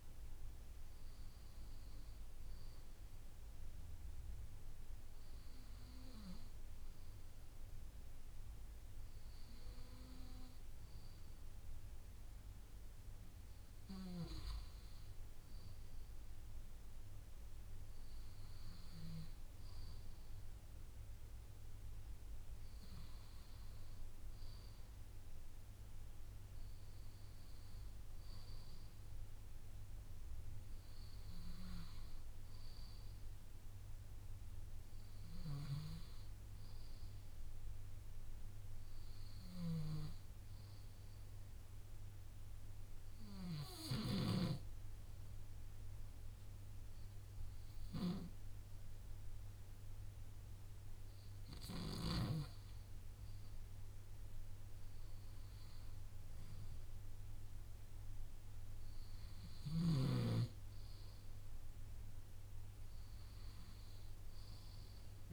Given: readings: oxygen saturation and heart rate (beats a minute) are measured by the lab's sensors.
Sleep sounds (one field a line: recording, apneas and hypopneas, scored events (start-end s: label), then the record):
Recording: breathing in sleep by a room microphone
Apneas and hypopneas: 1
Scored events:
24.50-28.50 s: arousal
41.00-53.50 s: obstructive apnea (oxygen 95% before, 93% lowest, heart rate 100 before, 33 extreme, up 8 after)
54.50-58.50 s: arousal
From the record:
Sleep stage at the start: N2 (light sleep)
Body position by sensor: on the left side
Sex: male